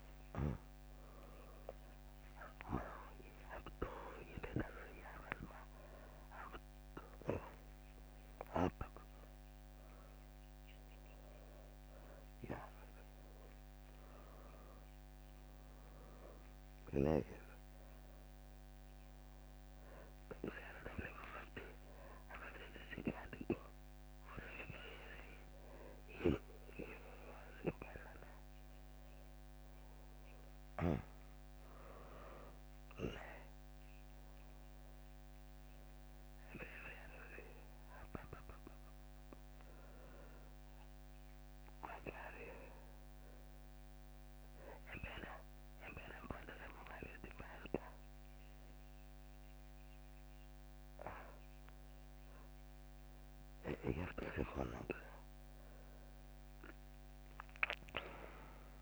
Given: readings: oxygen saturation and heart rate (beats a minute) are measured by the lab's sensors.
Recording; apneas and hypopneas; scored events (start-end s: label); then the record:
a person awake in a sleep study, by a microphone on the trachea; none
none scored
From the record:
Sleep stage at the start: awake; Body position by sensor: on the back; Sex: female